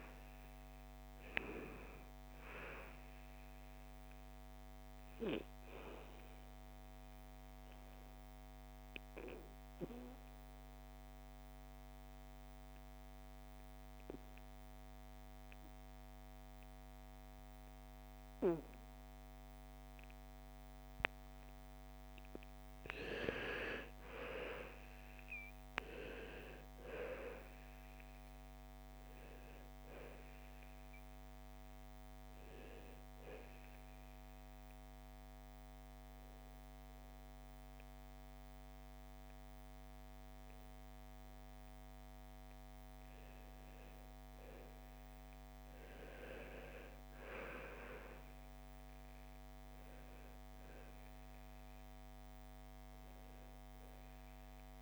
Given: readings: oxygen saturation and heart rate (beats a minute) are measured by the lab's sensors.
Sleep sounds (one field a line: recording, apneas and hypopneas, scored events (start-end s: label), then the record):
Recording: breathing in sleep by a microphone on the trachea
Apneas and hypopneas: 2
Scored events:
0.00-16.50 s: oxygen desaturation (device-marked, oxygen 85% lowest, heart rate 54 extreme)
6.00-21.00 s: obstructive apnea (oxygen 98% before, 85% lowest, heart rate 61 before, 54 extreme, up 11 after)
23.00-25.50 s: arousal
26.50-54.82 s: new sleep stage, REM sleep
28.50-44.50 s: oxygen desaturation (device-marked, oxygen 99% before, 89% lowest, heart rate 57 before, 55 extreme)
33.50-44.50 s: hypopnea (oxygen 99% before, 87% lowest, heart rate 59 before, 55 extreme, up 13 after)
47.00-51.00 s: arousal
From the record:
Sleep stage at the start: N2 (light sleep)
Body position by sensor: on the back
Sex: female